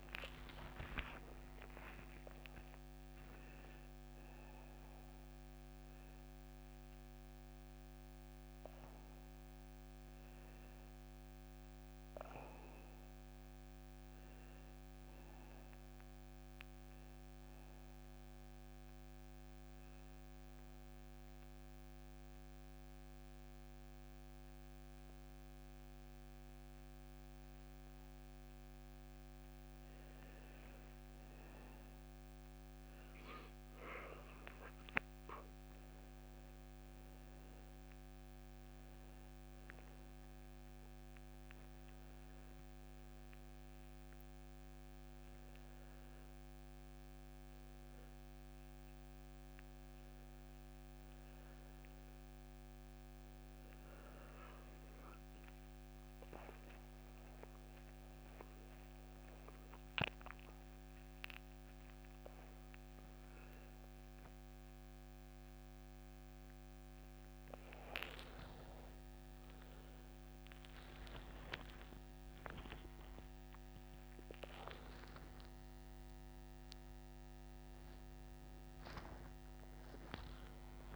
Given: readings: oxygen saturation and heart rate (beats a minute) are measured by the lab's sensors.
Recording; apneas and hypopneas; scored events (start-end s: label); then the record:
a person partly awake in a sleep study, by a microphone on the trachea; 2
0.00-15.00 s: oxygen desaturation (device-marked, oxygen 94% before, 89% lowest)
18.50-29.50 s: obstructive apnea (oxygen 99% before, 91% lowest)
31.50-36.00 s: arousal
35.00-48.00 s: oxygen desaturation (device-marked, oxygen 97% before, 91% lowest)
40.00-52.00 s: hypopnea (oxygen 99% before, 91% lowest)
51.00-80.95 s: new sleep stage, awake
72.00-78.00 s: oxygen desaturation (device-marked, oxygen 97% before, 94% lowest)
From the record:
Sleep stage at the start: N1 (lightest sleep); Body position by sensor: on the back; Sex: male